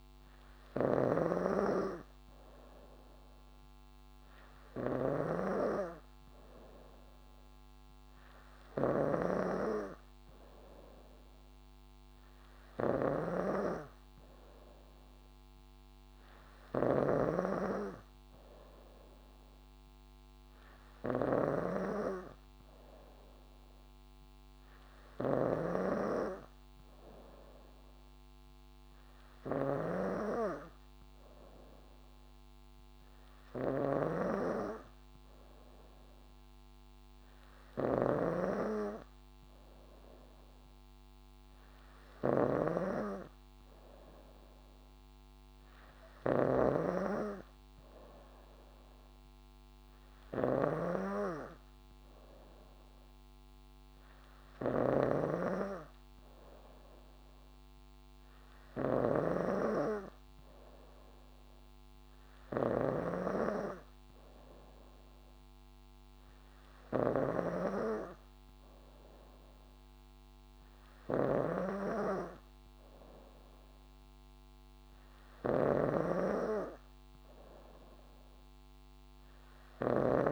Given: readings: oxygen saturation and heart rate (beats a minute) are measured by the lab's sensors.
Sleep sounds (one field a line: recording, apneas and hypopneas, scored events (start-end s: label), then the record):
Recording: breathing in sleep by a microphone on the trachea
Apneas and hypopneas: none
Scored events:
0.00-17.50 s: snoring (device-marked)
25.50-63.50 s: snoring (device-marked)
75.50-80.32 s: snoring (device-marked)
From the record:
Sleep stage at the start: N3 (deep sleep)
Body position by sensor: on the back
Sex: female